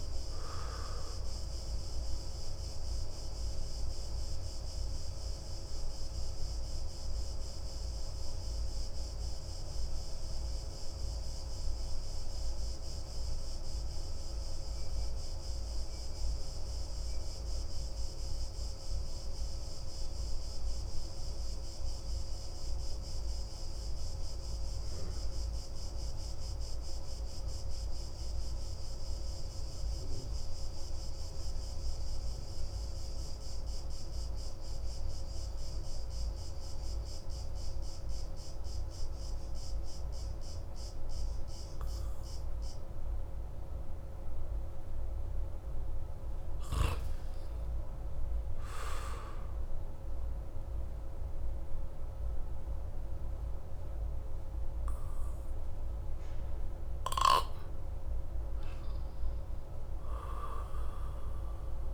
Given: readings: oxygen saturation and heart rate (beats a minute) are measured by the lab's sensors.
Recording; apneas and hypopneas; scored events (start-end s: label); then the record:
breathing in sleep, hard to hear, by a room microphone; 1
0.00-25.50 s: oxygen desaturation (device-marked, oxygen 90% lowest)
4.00-44.00 s: obstructive apnea (oxygen 97% before, 88% lowest)
45.50-49.00 s: arousal
49.50-61.94 s: oxygen desaturation (device-marked, oxygen 94% before, 88% lowest, heart rate 41 before, 27 extreme)
From the record:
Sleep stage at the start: N2 (light sleep); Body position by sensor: on the back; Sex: male